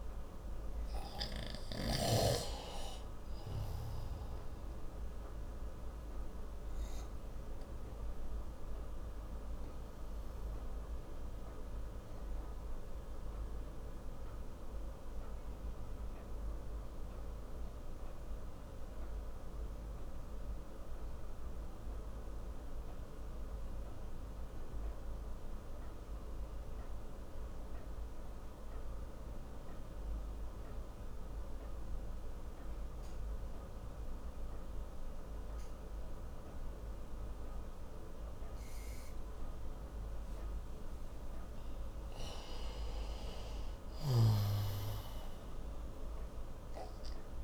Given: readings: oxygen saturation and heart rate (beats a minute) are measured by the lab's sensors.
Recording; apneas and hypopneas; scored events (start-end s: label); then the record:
breathing in sleep by a room microphone; 1
0.00-25.00 s: oxygen desaturation (device-marked, oxygen 89% lowest)
5.00-41.50 s: obstructive apnea (oxygen 98% before, 88% lowest)
43.00-47.00 s: arousal
44.00-47.44 s: oxygen desaturation (device-marked, oxygen 96% before, 88% lowest)
44.00-47.44 s: snoring (device-marked)
From the record:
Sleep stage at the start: N2 (light sleep); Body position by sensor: on the right side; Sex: male